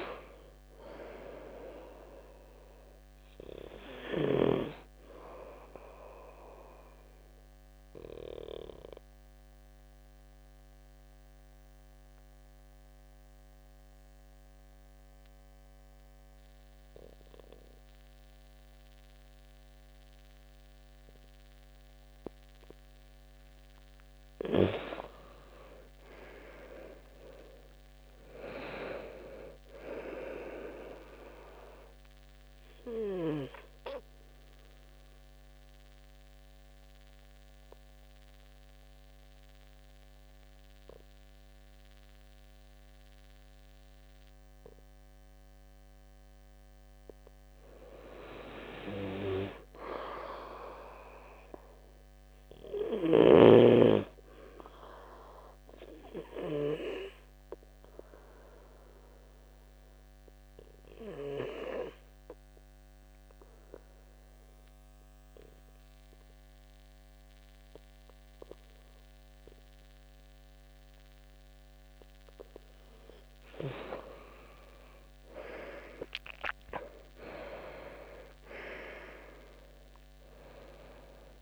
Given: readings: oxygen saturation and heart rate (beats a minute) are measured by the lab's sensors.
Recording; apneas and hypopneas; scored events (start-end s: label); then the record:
breathing in sleep by a microphone on the trachea; 3
6.50-23.50 s: mixed apnea (oxygen 97% before, 90% lowest, heart rate 72 before, 66 extreme, up 13 after)
21.00-31.00 s: oxygen desaturation (device-marked, oxygen 95% before, 90% lowest, heart rate 70 before, 67 extreme)
26.00-29.50 s: arousal
34.50-46.50 s: central apnea (oxygen 98% before, 92% lowest, heart rate 71 before, 66 extreme, up 3 after)
48.50-51.50 s: arousal
49.00-60.00 s: oxygen desaturation (device-marked, oxygen 96% before, 92% lowest, heart rate 71 before, 66 extreme)
56.00-71.50 s: obstructive apnea (oxygen 98% before, 92% lowest, heart rate 69 before, 65 extreme, up 13 after)
73.00-81.42 s: oxygen desaturation (device-marked, oxygen 97% before, 93% lowest, heart rate 68 before, 65 extreme)
73.50-78.00 s: arousal
From the record:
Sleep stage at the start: N2 (light sleep); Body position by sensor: on the back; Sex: male